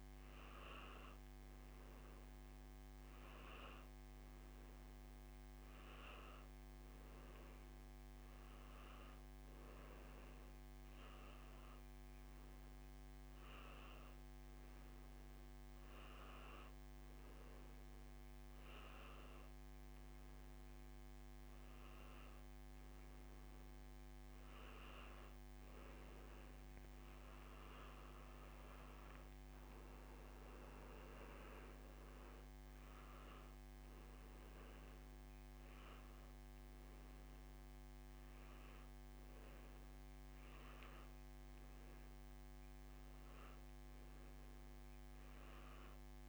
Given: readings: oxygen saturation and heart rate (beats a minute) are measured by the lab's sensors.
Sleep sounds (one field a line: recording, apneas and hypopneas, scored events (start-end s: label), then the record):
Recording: breathing in sleep, hard to hear, by a microphone on the trachea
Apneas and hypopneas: none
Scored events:
29.00-33.50 s: arousal
From the record:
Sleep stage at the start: N2 (light sleep)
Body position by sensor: on the back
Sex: male